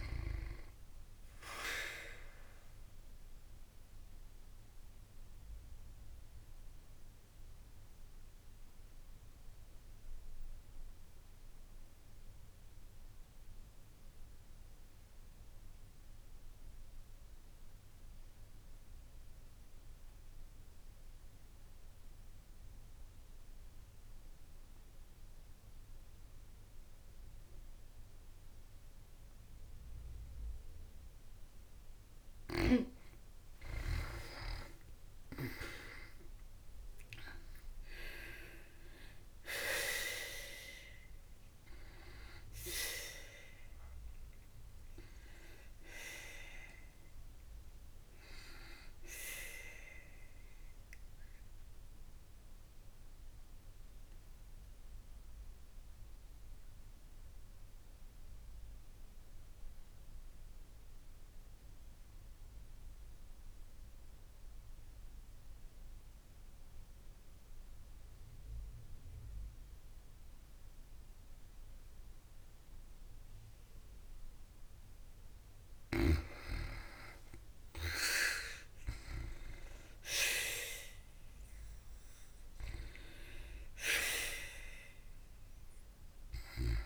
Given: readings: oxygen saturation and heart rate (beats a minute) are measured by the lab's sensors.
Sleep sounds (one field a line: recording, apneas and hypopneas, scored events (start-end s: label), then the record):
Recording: breathing in sleep by a room microphone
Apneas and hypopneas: 2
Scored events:
0.00-21.00 s: oxygen desaturation (device-marked, oxygen 90% lowest, heart rate 51 extreme)
2.50-32.00 s: obstructive apnea (oxygen 95% before, 88% lowest, heart rate 61 before, 51 extreme, up 18 after)
30.00-38.00 s: oxygen desaturation (device-marked, oxygen 95% before, 90% lowest, heart rate 54 before, 56 extreme)
33.50-37.50 s: arousal
50.00-74.00 s: obstructive apnea (oxygen 97% before, 88% lowest, heart rate 66 before, 53 extreme, up 13 after)
73.00-86.00 s: oxygen desaturation (device-marked, oxygen 94% before, 88% lowest, heart rate 57 before, 53 extreme)
76.50-80.00 s: arousal
From the record:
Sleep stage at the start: N2 (light sleep)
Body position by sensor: on the back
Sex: female